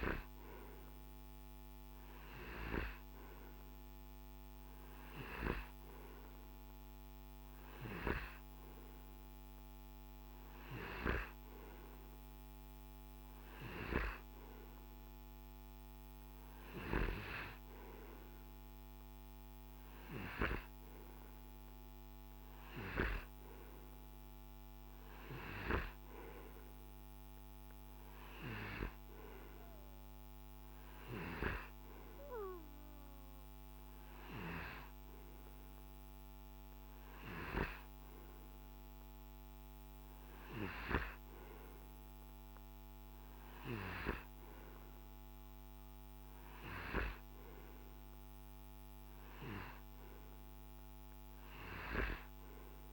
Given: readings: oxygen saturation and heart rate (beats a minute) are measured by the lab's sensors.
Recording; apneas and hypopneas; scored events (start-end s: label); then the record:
breathing in sleep by a microphone on the trachea; none
none scored
From the record:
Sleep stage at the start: N2 (light sleep); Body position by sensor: on the right side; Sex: male